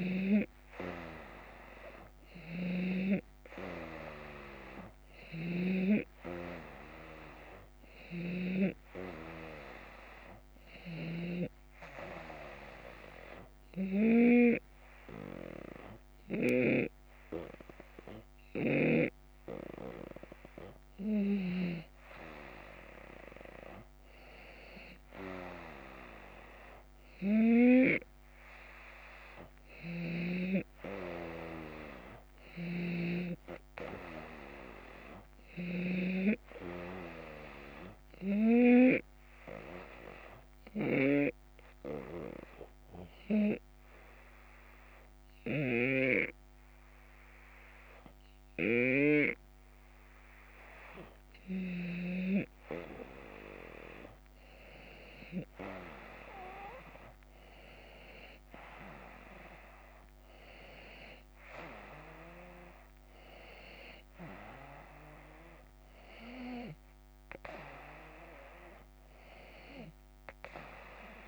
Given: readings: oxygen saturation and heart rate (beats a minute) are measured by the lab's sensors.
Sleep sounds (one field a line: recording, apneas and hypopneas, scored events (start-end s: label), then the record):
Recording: breathing in sleep by a microphone on the trachea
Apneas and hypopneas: 2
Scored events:
2.00-8.50 s: snoring (device-marked)
10.50-16.50 s: snoring (device-marked)
12.00-22.00 s: hypopnea (oxygen 93% before, 91% lowest)
23.50-27.00 s: arousal
29.50-33.00 s: snoring (device-marked)
39.50-52.00 s: hypopnea (oxygen 94% before, 91% lowest)
45.00-51.50 s: snoring (device-marked)
54.50-58.50 s: arousal
From the record:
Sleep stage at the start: N2 (light sleep)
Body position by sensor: on the back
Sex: male